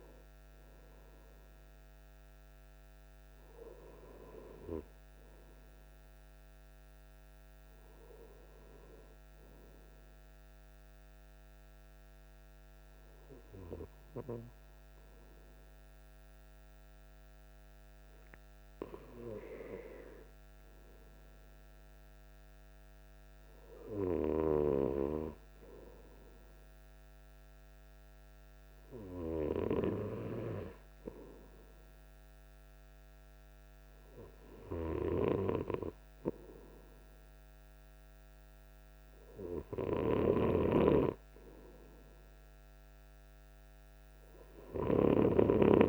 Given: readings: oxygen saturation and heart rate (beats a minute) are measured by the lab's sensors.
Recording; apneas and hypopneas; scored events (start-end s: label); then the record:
breathing in sleep by a microphone on the trachea; none
none scored
From the record:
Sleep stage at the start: N2 (light sleep); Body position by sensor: on the right side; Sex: male